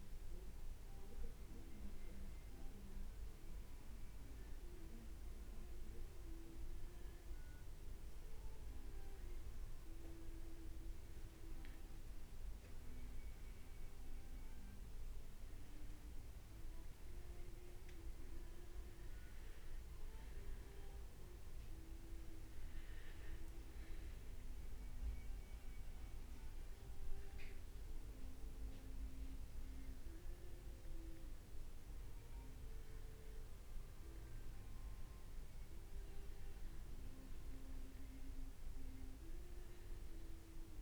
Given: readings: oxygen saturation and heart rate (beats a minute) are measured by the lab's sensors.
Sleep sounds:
breathing in sleep, hard to hear, by a room microphone; none
37.00-38.00 s: leg movement (device-marked)
From the record:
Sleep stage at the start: N1 (lightest sleep); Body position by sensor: on the back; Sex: male

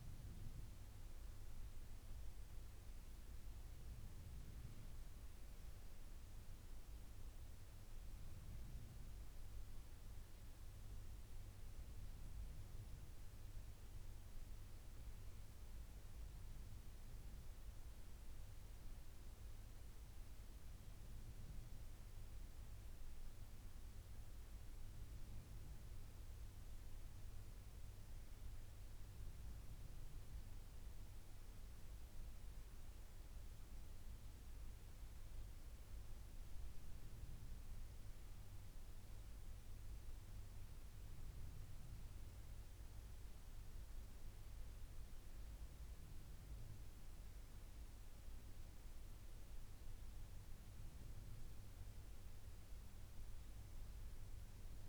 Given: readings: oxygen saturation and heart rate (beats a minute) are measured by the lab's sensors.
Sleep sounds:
breathing in sleep, hard to hear, by a room microphone; none
none scored
From the record:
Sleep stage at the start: N1 (lightest sleep); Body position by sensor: on the back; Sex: female

